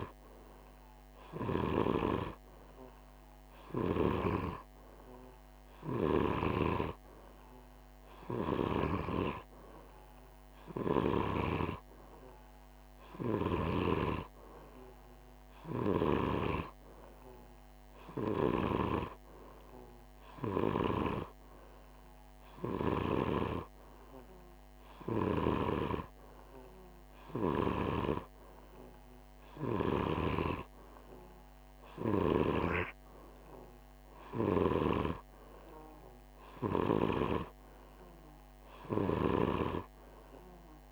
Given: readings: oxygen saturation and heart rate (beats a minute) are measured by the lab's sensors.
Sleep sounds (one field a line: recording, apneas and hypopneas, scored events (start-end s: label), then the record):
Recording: breathing in sleep by a microphone on the trachea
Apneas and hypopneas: none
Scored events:
none scored
From the record:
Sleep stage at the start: N2 (light sleep)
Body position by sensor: on the right side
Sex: male